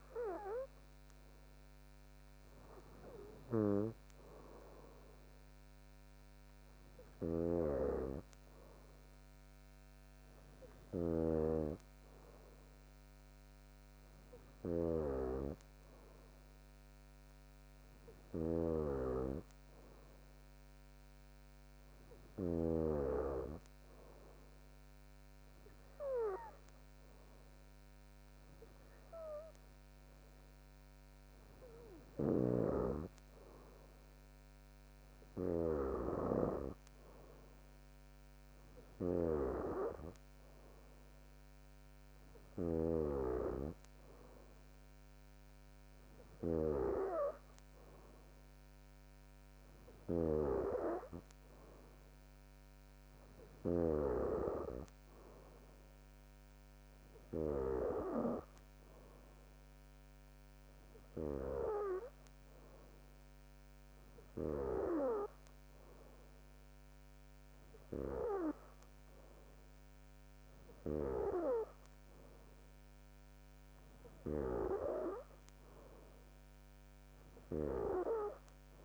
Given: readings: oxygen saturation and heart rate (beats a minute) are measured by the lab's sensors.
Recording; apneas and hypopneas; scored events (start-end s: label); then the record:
breathing in sleep by a microphone on the trachea; none
7.50-11.50 s: snoring (device-marked)
9.50-14.50 s: bradycardia (device-marked, heart rate 64 before, 58 extreme)
18.50-23.00 s: snoring (device-marked)
From the record:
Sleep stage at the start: N2 (light sleep); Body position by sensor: on the back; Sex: female